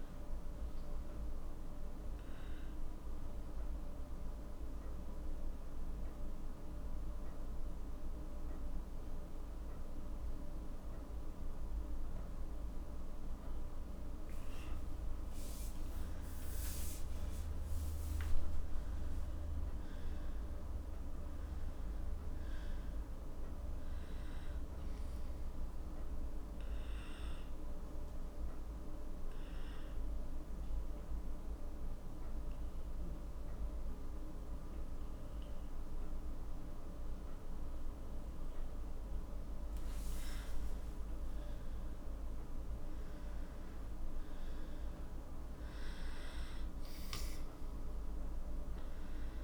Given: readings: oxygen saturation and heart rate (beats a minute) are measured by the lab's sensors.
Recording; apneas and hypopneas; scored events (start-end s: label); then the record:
breathing in sleep, hard to hear, by a room microphone; 2
0.00-12.00 s: oxygen desaturation (device-marked, oxygen 90% lowest, heart rate 42 extreme)
3.50-16.00 s: central apnea (oxygen 95% before, 90% lowest, heart rate 55 before, 43 extreme, up 18 after)
11.00-49.44 s: new sleep stage, N2 (light sleep)
18.00-22.00 s: arousal
22.00-36.00 s: oxygen desaturation (device-marked, oxygen 96% before, 92% lowest, heart rate 48 before, 43 extreme)
29.00-41.00 s: obstructive apnea (oxygen 96% before, 91% lowest, heart rate 53 before, 43 extreme, up 13 after)
41.50-45.50 s: arousal
48.00-49.44 s: oxygen desaturation (device-marked, oxygen 95% before, 91% lowest, heart rate 52 before, 43 extreme)
From the record:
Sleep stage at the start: N1 (lightest sleep); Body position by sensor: on the left side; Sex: male